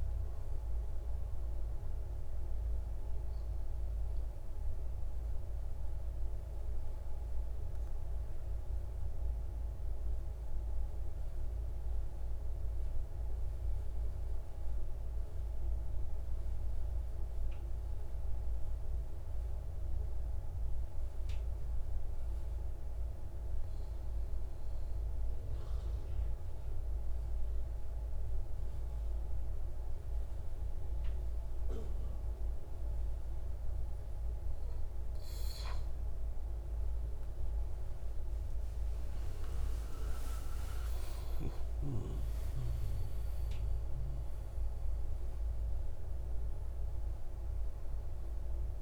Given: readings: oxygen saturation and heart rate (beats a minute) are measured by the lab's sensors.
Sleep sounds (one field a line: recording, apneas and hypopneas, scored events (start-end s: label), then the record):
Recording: breathing in sleep, hard to hear, by a room microphone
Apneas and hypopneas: 1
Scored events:
0.00-12.00 s: oxygen desaturation (device-marked, oxygen 96% before, 93% lowest, heart rate 75 before, 58 extreme)
4.00-35.00 s: mixed apnea (oxygen 98% before, 92% lowest, heart rate 85 before, 58 extreme, up 22 after)
28.00-48.82 s: oxygen desaturation (device-marked, oxygen 99% before, 92% lowest)
37.50-42.00 s: arousal
From the record:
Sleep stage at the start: N2 (light sleep)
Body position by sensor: on the right side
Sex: male